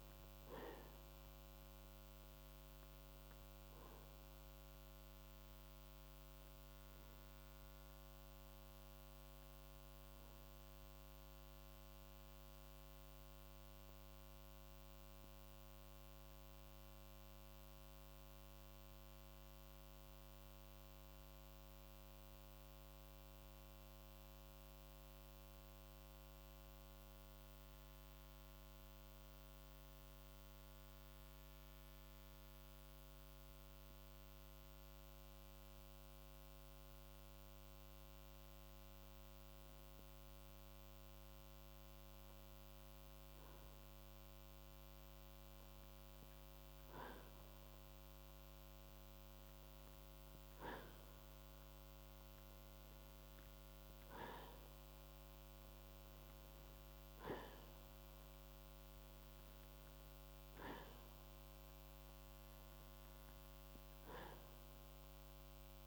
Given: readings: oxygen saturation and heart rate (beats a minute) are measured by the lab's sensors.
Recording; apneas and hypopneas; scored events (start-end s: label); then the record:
breathing in sleep, hard to hear, by a microphone on the trachea; 1
0.00-22.00 s: oxygen desaturation (device-marked, oxygen 90% lowest, heart rate 52 extreme)
18.00-37.00 s: mixed apnea (oxygen 93% before, 91% lowest, heart rate 55 before, 52 extreme, up 2 after)
40.50-44.50 s: arousal
From the record:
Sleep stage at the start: N2 (light sleep); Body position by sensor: on the right side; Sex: male